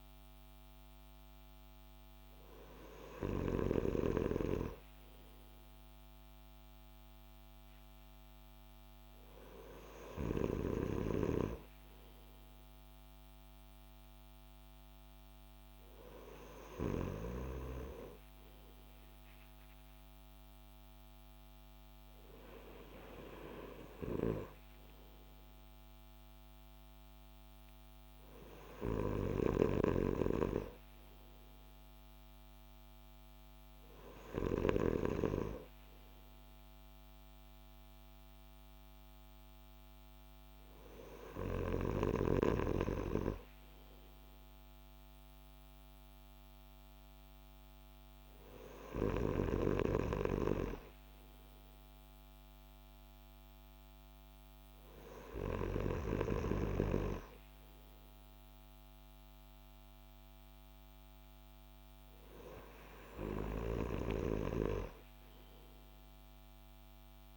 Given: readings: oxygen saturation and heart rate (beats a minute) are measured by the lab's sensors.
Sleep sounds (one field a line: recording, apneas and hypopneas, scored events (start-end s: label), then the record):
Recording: breathing in sleep by a microphone on the trachea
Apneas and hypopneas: none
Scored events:
none scored
From the record:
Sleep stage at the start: N2 (light sleep)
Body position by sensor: on the back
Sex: male